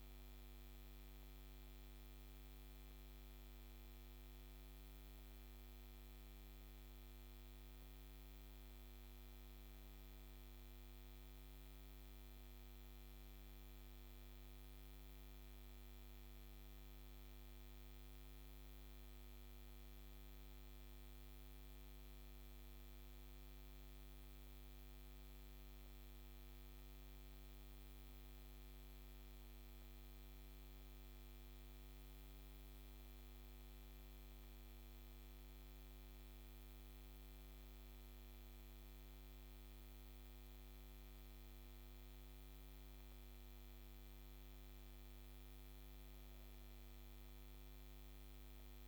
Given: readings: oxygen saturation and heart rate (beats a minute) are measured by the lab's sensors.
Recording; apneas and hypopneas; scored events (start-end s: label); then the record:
breathing in sleep, hard to hear, by a microphone on the trachea; none
none scored
From the record:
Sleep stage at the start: N2 (light sleep); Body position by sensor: on the back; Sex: female